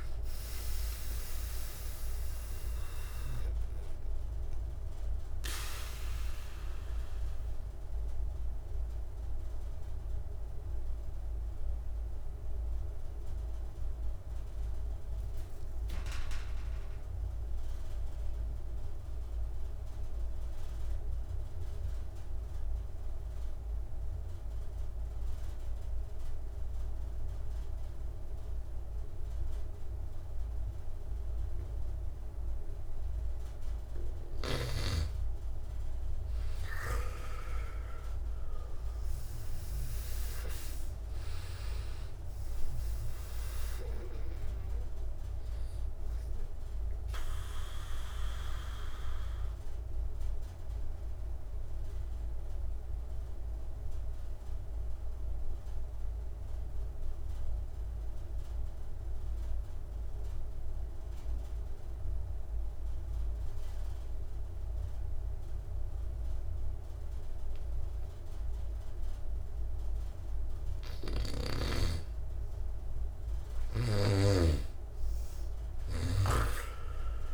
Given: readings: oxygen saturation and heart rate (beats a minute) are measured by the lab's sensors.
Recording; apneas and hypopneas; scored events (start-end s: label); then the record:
breathing in sleep by a room microphone; 2
0.00-13.50 s: oxygen desaturation (device-marked, oxygen 86% lowest)
3.00-32.50 s: mixed apnea (oxygen 99% before, 84% lowest)
28.50-63.50 s: oxygen desaturation (device-marked, oxygen 98% before, 84% lowest)
36.00-40.50 s: arousal
51.50-71.00 s: mixed apnea (oxygen 98% before, 84% lowest)
65.50-77.34 s: oxygen desaturation (device-marked, oxygen 99% before, 86% lowest)
72.50-76.50 s: arousal
From the record:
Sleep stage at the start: N2 (light sleep); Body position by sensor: on the back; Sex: male